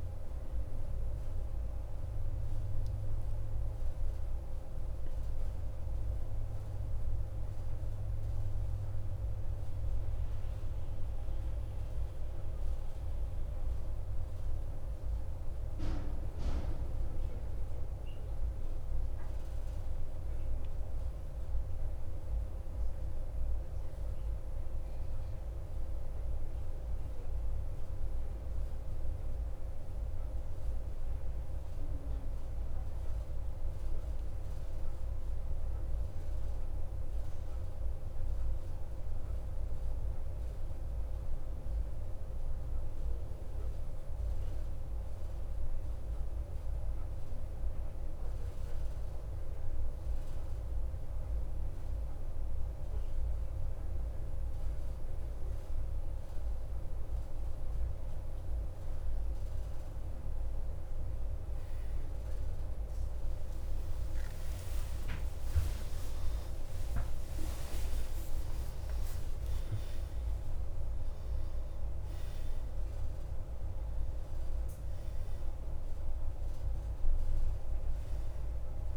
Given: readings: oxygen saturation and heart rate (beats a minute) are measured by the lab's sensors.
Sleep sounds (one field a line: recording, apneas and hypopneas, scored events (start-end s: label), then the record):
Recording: breathing in sleep, hard to hear, by a room microphone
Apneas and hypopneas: 1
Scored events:
0.00-2.00 s: arousal
0.00-19.50 s: oxygen desaturation (device-marked, oxygen 93% lowest, heart rate 55 extreme)
21.50-78.97 s: new sleep stage, N1 (lightest sleep)
27.50-53.50 s: obstructive apnea (oxygen 95% before, 88% lowest, heart rate 56 before, 55 extreme, up 0 after)
62.50-69.50 s: tachycardia (device-marked, heart rate 58 before, 153 extreme)
62.50-71.50 s: oxygen desaturation (device-marked, oxygen 92% before, 89% lowest, heart rate 55 before, 55 extreme)
63.50-68.00 s: arousal
From the record:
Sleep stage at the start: N2 (light sleep)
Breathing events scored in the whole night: 161 in 3.5 hours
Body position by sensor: on the right side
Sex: male